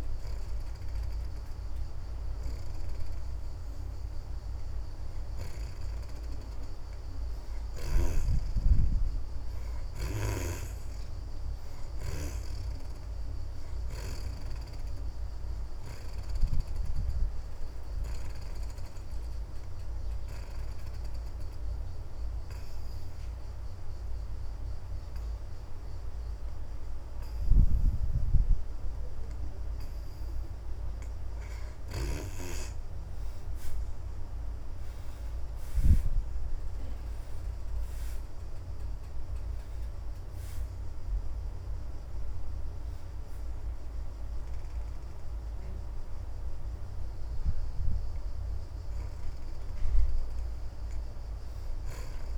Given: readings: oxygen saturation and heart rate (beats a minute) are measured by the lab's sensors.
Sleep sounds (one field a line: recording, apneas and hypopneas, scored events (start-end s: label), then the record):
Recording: breathing in sleep by a room microphone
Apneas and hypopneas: 1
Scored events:
0.00-4.00 s: oxygen desaturation (device-marked, oxygen 63% lowest)
19.50-31.00 s: hypopnea (oxygen 69% before, 57% lowest)
23.00-30.00 s: oxygen desaturation (device-marked, oxygen 72% before, 65% lowest)
33.50-37.00 s: arousal
42.00-52.38 s: oxygen desaturation (device-marked, oxygen 73% before, 57% lowest)
From the record:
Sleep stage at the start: N2 (light sleep)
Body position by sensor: on the back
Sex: female